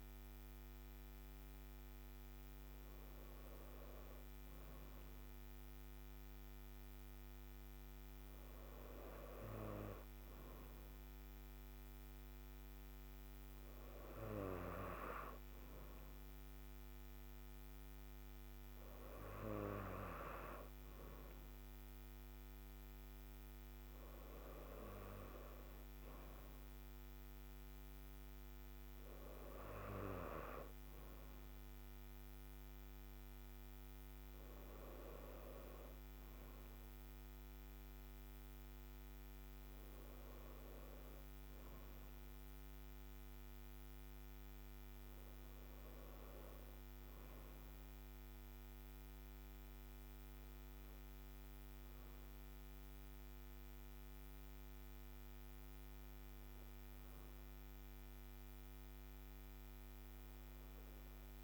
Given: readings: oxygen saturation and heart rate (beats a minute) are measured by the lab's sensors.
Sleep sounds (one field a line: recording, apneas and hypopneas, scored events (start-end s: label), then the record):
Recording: breathing in sleep by a microphone on the trachea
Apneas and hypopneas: none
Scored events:
none scored
From the record:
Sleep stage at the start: N2 (light sleep)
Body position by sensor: on the right side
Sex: female